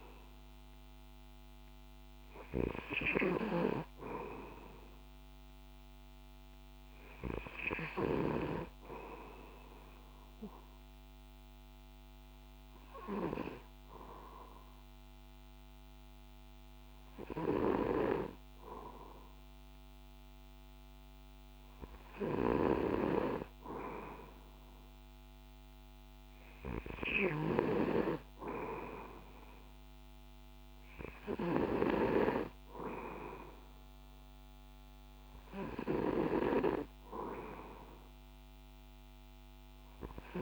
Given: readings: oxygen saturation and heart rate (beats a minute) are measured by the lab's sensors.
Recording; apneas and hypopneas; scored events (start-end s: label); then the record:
breathing in sleep by a microphone on the trachea; 1
0.00-3.50 s: snoring (device-marked)
10.00-22.00 s: hypopnea (oxygen 96% before, 94% lowest, heart rate 66 before, 61 extreme, up 0 after)
22.50-26.00 s: arousal
31.00-38.00 s: oxygen desaturation (device-marked, oxygen 97% before, 94% lowest, heart rate 63 before, 61 extreme)
From the record:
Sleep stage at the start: N2 (light sleep); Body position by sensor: on the back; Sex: male